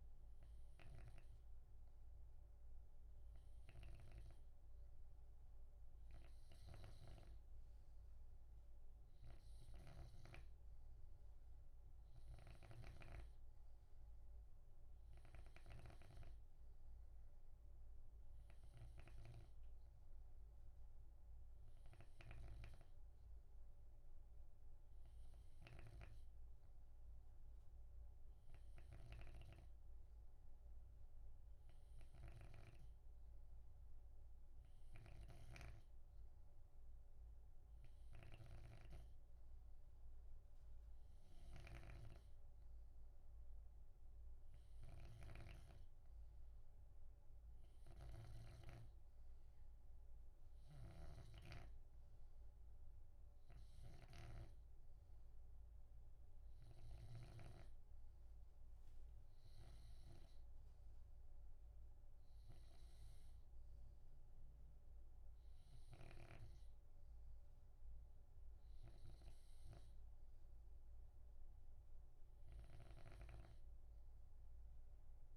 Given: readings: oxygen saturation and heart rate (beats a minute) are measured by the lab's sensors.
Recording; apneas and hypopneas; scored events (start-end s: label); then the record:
breathing in sleep by a room microphone; none
0.00-4.50 s: snoring (device-marked)
6.50-10.50 s: snoring (device-marked)
12.50-16.50 s: snoring (device-marked)
18.50-48.50 s: snoring (device-marked)
50.50-57.50 s: snoring (device-marked)
66.00-75.37 s: snoring (device-marked)
From the record:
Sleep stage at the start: N2 (light sleep); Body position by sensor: on the left side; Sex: male